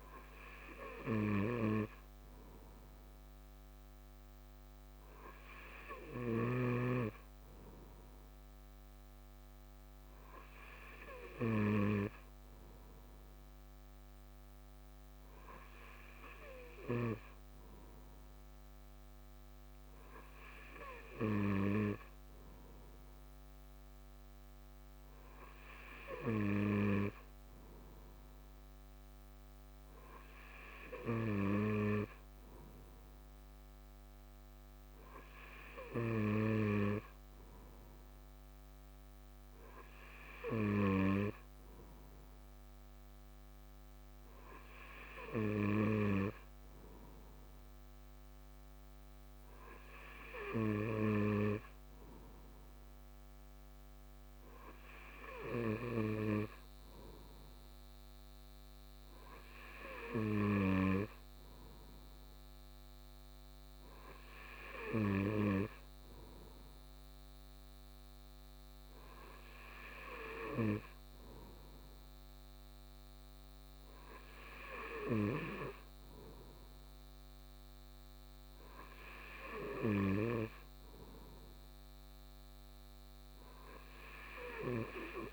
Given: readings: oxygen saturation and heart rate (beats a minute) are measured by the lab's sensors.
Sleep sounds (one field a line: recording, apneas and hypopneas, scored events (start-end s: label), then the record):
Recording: breathing in sleep by a microphone on the trachea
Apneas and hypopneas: none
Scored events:
none scored
From the record:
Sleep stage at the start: N2 (light sleep)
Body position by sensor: on the right side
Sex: male